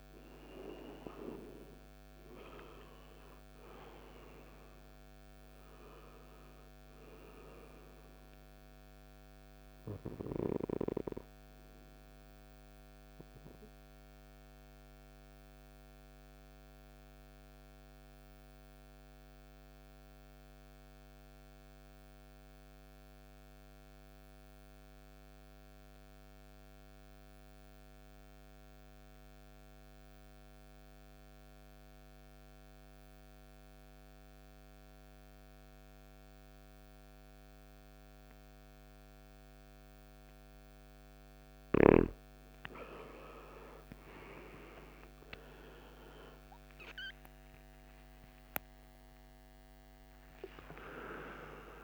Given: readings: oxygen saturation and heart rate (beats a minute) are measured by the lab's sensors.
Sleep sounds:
breathing in sleep by a microphone on the trachea; 1
0.00-2.00 s: arousal
0.00-2.00 s: oxygen desaturation (device-marked, oxygen 93% lowest, heart rate 53 extreme)
12.50-40.00 s: obstructive apnea (oxygen 96% before, 87% lowest, heart rate 64 before, 53 extreme, up 34 after)
41.00-51.83 s: oxygen desaturation (device-marked, oxygen 97% before, 87% lowest, heart rate 56 before, 53 extreme)
44.50-50.00 s: arousal
From the record:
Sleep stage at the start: N2 (light sleep); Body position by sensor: on the right side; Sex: male

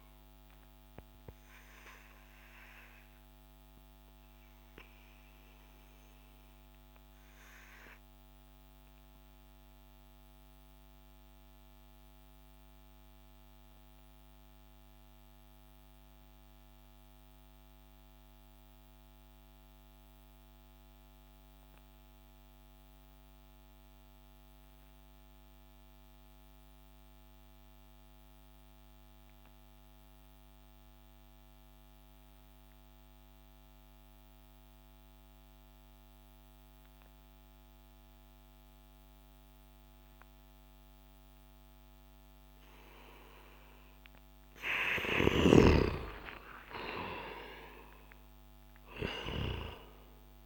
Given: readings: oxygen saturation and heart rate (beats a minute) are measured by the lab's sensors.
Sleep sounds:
breathing in sleep by a microphone on the trachea; 1
0.00-26.00 s: oxygen desaturation (device-marked, oxygen 90% lowest)
1.00-42.50 s: obstructive apnea (oxygen 98% before, 89% lowest)
44.50-49.00 s: arousal
46.00-50.46 s: oxygen desaturation (device-marked, oxygen 97% before, 89% lowest)
From the record:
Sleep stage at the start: N2 (light sleep); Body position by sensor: on the back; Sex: male

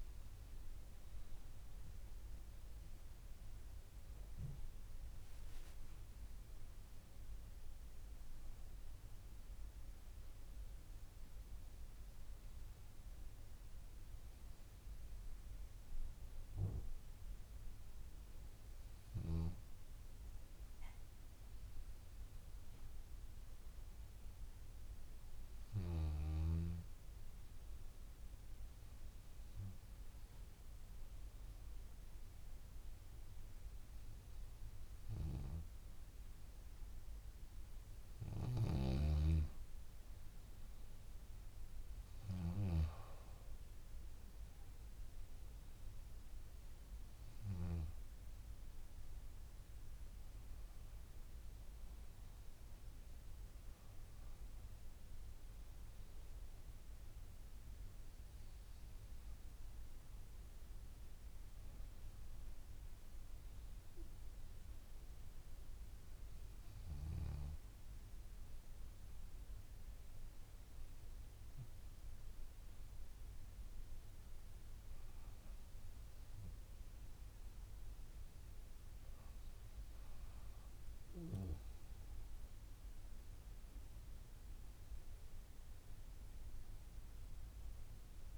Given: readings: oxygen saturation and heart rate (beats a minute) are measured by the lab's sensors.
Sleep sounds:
breathing in sleep by a room microphone; 2
3.50-8.00 s: arousal
16.00-37.00 s: hypopnea (oxygen 98% before, 96% lowest, heart rate 50 before, 49 extreme, up 4 after)
38.00-42.50 s: snoring (device-marked)
40.00-45.50 s: arousal
64.00-74.50 s: hypopnea (oxygen 97% before, 96% lowest, heart rate 52 before, 47 extreme, up 5 after)
77.50-81.00 s: arousal
From the record:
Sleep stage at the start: N2 (light sleep); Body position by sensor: on the back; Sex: female

